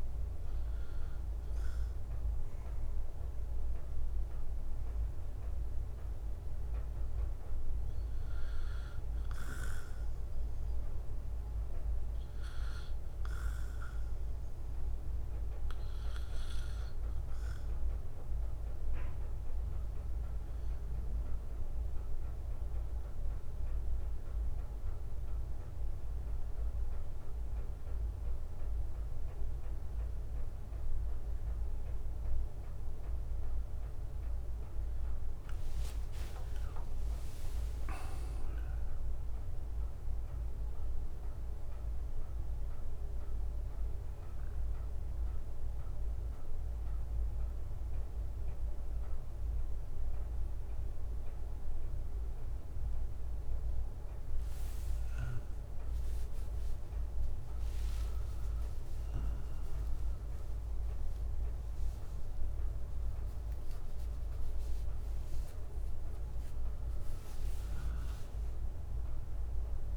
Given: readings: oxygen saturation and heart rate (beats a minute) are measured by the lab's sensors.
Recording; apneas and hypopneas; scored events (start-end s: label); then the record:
a person partly awake in a sleep study, hard to hear, by a room microphone; 1
3.50-17.50 s: hypopnea (oxygen 94% before, 92% lowest, heart rate 63 before, 60 extreme, up 7 after)
22.50-52.50 s: new sleep stage, awake
39.50-53.50 s: drop in pulse transit time (device-marked, heart rate 66 before, 63 extreme)
52.50-69.97 s: new sleep stage, N1 (lightest sleep)
From the record:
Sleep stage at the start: N2 (light sleep); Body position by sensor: on the right side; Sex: male